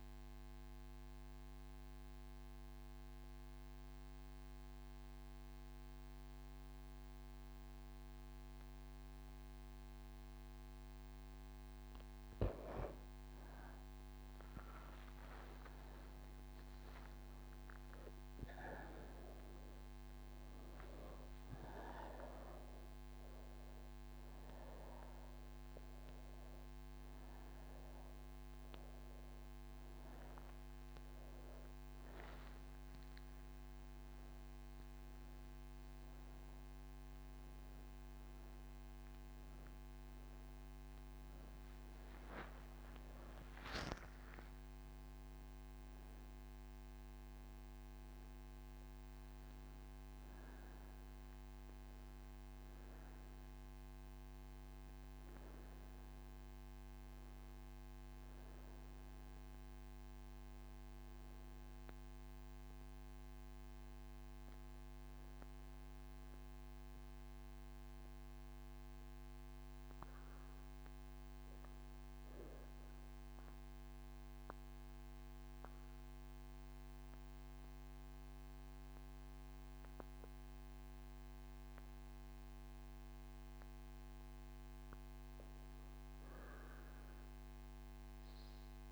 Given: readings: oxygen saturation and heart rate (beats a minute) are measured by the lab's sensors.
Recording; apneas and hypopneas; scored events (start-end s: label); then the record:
breathing in sleep, hard to hear, by a microphone on the trachea; none
42.50-73.50 s: oxygen desaturation (device-marked, oxygen 95% before, 90% lowest)
67.50-88.92 s: new sleep stage, N2 (light sleep)
From the record:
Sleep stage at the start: N1 (lightest sleep); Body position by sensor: on the right side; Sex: female